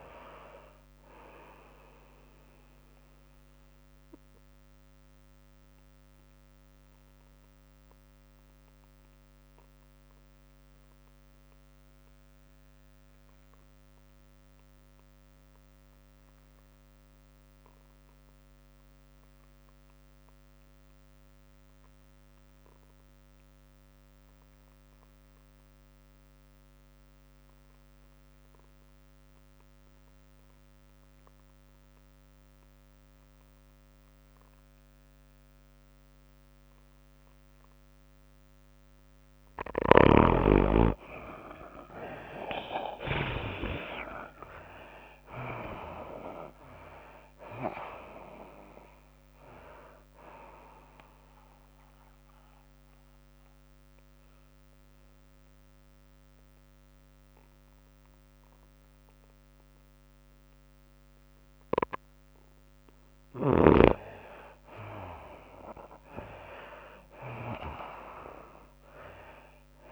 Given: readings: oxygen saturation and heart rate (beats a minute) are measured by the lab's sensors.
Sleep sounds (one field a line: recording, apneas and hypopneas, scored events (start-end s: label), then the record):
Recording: breathing in sleep by a microphone on the trachea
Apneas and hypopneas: 2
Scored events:
0.00-6.50 s: drop in pulse transit time (device-marked, heart rate 105 extreme)
0.00-8.50 s: oxygen desaturation (device-marked, oxygen 67% lowest, heart rate 87 extreme)
0.00-15.50 s: tachycardia (device-marked, heart rate 112 extreme)
5.50-39.00 s: obstructive apnea (oxygen 89% before, 62% lowest, heart rate 104 before, 93 extreme, up 15 after)
10.50-61.50 s: oxygen desaturation (device-marked, oxygen 97% before, 62% lowest, heart rate 108 before, 93 extreme)
17.50-21.50 s: tachycardia (device-marked, heart rate 104 before, 103 extreme)
41.50-69.92 s: tachycardia (device-marked, heart rate 104 before, 114 extreme)
42.50-45.50 s: arousal
45.50-58.50 s: drop in pulse transit time (device-marked, heart rate 96 before, 105 extreme)
53.00-64.00 s: hypopnea (oxygen 82% before, 62% lowest, heart rate 101 before, 104 extreme, up 3 after)
63.50-69.92 s: oxygen desaturation (device-marked, oxygen 98% before, 77% lowest, heart rate 110 before, 98 extreme)
68.50-69.92 s: arousal
From the record:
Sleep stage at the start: N2 (light sleep)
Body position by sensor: on the right side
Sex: female